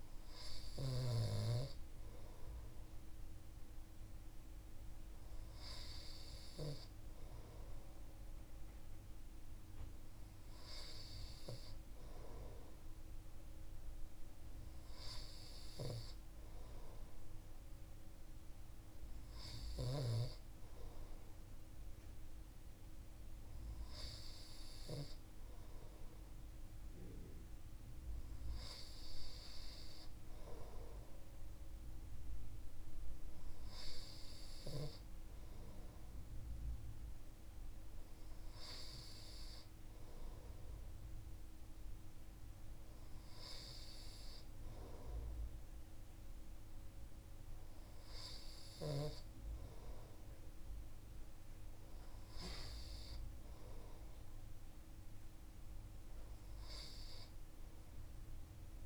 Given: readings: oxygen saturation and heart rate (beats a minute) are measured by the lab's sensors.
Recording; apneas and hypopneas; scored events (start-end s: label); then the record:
breathing in sleep by a room microphone; none
none scored
From the record:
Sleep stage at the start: N2 (light sleep); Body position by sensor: on the right side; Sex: male